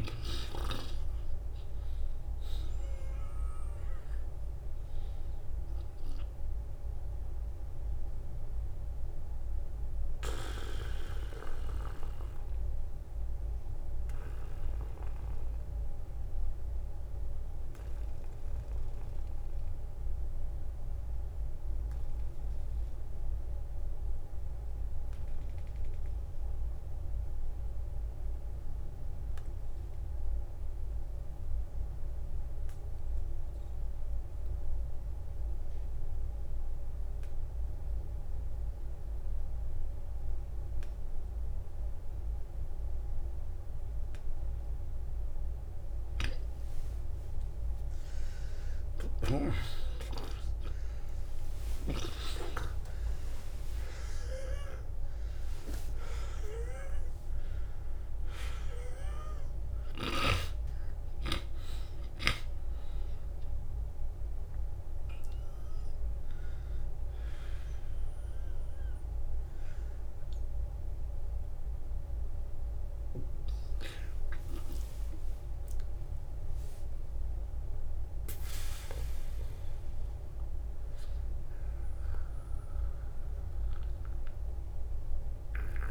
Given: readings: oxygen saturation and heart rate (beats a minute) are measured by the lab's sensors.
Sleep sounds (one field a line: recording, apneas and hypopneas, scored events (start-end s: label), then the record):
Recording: breathing in sleep by a room microphone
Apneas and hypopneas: 1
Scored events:
0.00-29.00 s: oxygen desaturation (device-marked, oxygen 85% lowest, heart rate 46 extreme)
17.50-47.00 s: obstructive apnea (oxygen 96% before, 84% lowest, heart rate 61 before, 47 extreme, up 10 after)
44.00-59.00 s: oxygen desaturation (device-marked, oxygen 95% before, 91% lowest, heart rate 54 before, 50 extreme)
48.50-52.50 s: arousal
50.50-52.50 s: long interval between heartbeats (device-marked, heart rate 54 before, 53 extreme)
61.00-63.00 s: long interval between heartbeats (device-marked, heart rate 54 before, 60 extreme)
75.00-80.00 s: arousal
77.00-85.91 s: oxygen desaturation (device-marked, oxygen 92% before, 84% lowest, heart rate 61 before, 45 extreme)
From the record:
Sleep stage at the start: N2 (light sleep)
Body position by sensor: on the back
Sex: male